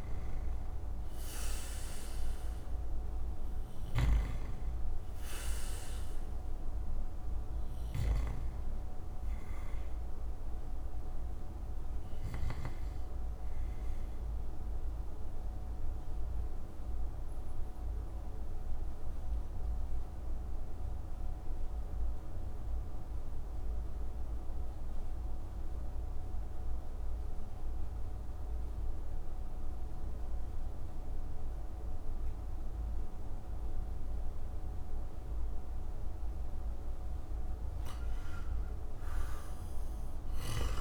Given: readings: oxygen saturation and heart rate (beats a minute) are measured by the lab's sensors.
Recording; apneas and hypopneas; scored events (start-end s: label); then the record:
breathing in sleep, hard to hear, by a room microphone; 1
0.00-7.50 s: snoring (device-marked)
8.50-26.50 s: oxygen desaturation (device-marked, oxygen 97% before, 91% lowest)
14.00-36.50 s: obstructive apnea (oxygen 97% before, 85% lowest)
38.50-40.81 s: arousal
39.50-40.81 s: oxygen desaturation (device-marked, oxygen 95% before, 85% lowest)
From the record:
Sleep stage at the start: N2 (light sleep); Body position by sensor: on the back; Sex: male